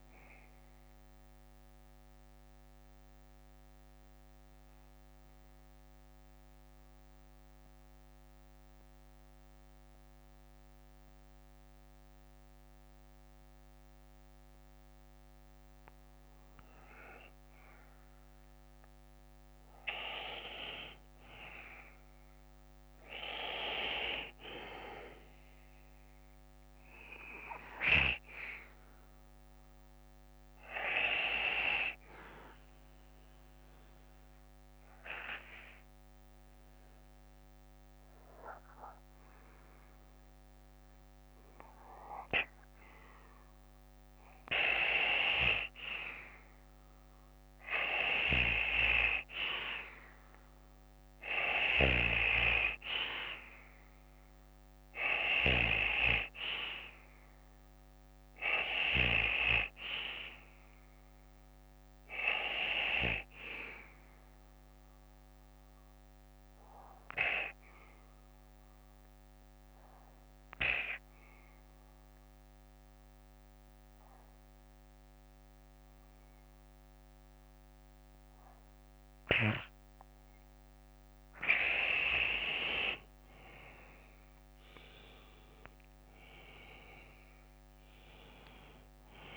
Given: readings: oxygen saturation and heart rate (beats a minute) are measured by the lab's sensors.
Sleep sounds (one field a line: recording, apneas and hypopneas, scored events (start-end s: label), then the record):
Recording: breathing in sleep by a microphone on the trachea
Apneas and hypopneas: 3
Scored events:
0.00-15.00 s: oxygen desaturation (device-marked, oxygen 89% lowest, heart rate 47 extreme)
0.00-17.00 s: bradycardia (device-marked, heart rate 47 extreme)
1.00-22.00 s: mixed apnea (oxygen 97% before, 89% lowest, heart rate 64 before, 51 extreme, up 14 after)
22.00-37.00 s: bradycardia (device-marked, heart rate 60 before, 57 extreme)
24.00-27.50 s: arousal
33.00-46.00 s: mixed apnea (oxygen 97% before, 90% lowest, heart rate 58 before, 55 extreme, up 1 after)
46.00-56.00 s: bradycardia (device-marked, heart rate 60 before, 57 extreme)
48.00-51.50 s: arousal
56.00-78.00 s: oxygen desaturation (device-marked, oxygen 95% before, 90% lowest, heart rate 59 before, 52 extreme)
62.00-79.00 s: bradycardia (device-marked, heart rate 60 before, 52 extreme)
67.00-84.00 s: obstructive apnea (oxygen 95% before, 90% lowest, heart rate 59 before, 49 extreme, up 19 after)
85.50-89.37 s: arousal
From the record:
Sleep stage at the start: N2 (light sleep)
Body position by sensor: on the back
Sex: male